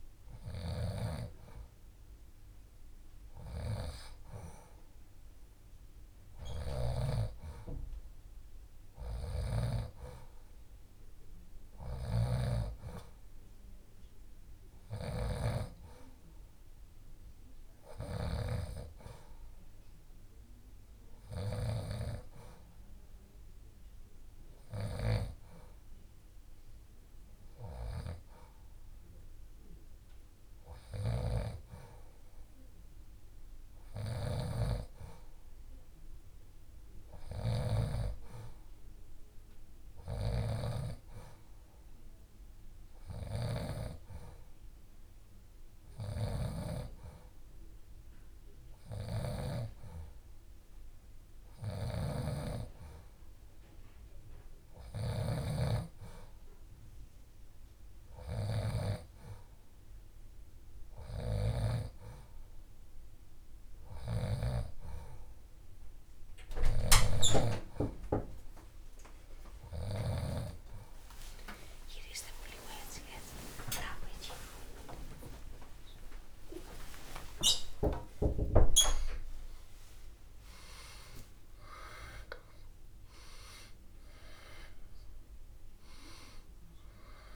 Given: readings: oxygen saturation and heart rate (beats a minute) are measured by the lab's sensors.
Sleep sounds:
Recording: breathing in sleep by a room microphone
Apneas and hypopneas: none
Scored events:
16.50-18.50 s: long interval between heartbeats (device-marked, heart rate 71 before, 71 extreme)
71.00-73.00 s: long interval between heartbeats (device-marked, heart rate 72 before, 88 extreme)
72.00-76.50 s: arousal
73.00-75.00 s: long interval between heartbeats (device-marked, heart rate 75 before, 108 extreme)
77.00-79.00 s: long interval between heartbeats (device-marked, heart rate 83 before, 104 extreme)
From the record:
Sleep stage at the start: N2 (light sleep)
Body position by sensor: on the left side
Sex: female

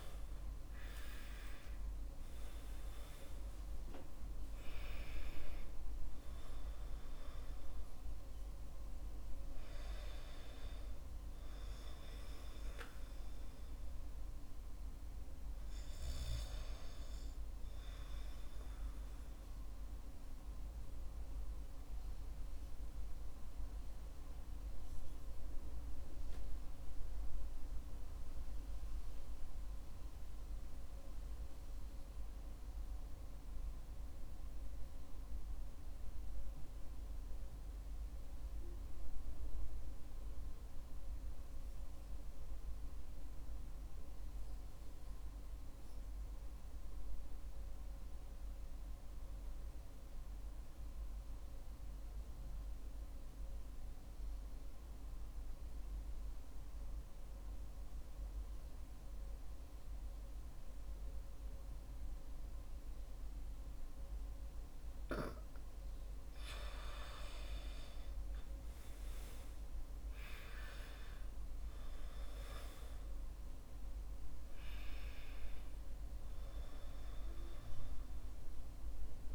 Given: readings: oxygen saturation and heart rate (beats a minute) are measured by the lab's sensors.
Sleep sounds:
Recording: breathing in sleep by a room microphone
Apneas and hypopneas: 1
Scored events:
0.00-3.00 s: arousal
21.00-64.50 s: obstructive apnea (oxygen 97% before, 89% lowest, heart rate 65 before, 47 extreme, up 19 after)
69.50-73.50 s: arousal
From the record:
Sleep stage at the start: REM sleep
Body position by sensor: on the back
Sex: male

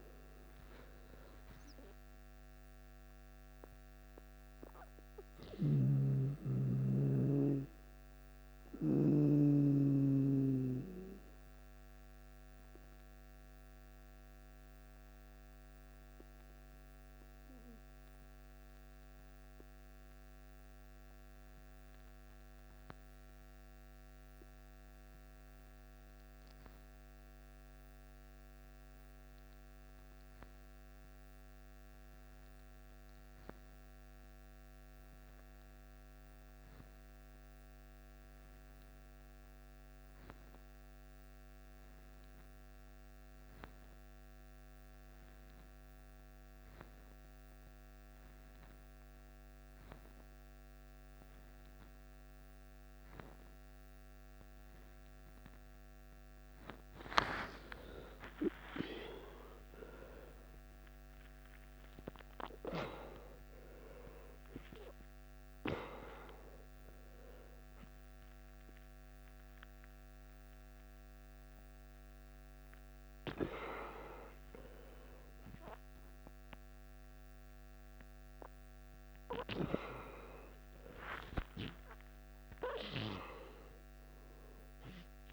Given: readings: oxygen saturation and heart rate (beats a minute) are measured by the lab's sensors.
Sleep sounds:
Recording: breathing in sleep by a microphone on the trachea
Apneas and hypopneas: 1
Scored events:
0.00-11.50 s: oxygen desaturation (device-marked, oxygen 92% lowest, heart rate 54 extreme)
6.00-10.00 s: snoring (device-marked)
6.50-56.00 s: obstructive apnea (oxygen 98% before, 88% lowest, heart rate 63 before, 54 extreme, up 14 after)
32.50-85.33 s: oxygen desaturation (device-marked, oxygen 98% before, 88% lowest, heart rate 55 before, 51 extreme)
57.50-61.50 s: arousal
61.50-85.33 s: new sleep stage, N1 (lightest sleep)
84.00-85.33 s: arousal
From the record:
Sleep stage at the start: N2 (light sleep)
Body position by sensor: on the back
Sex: male

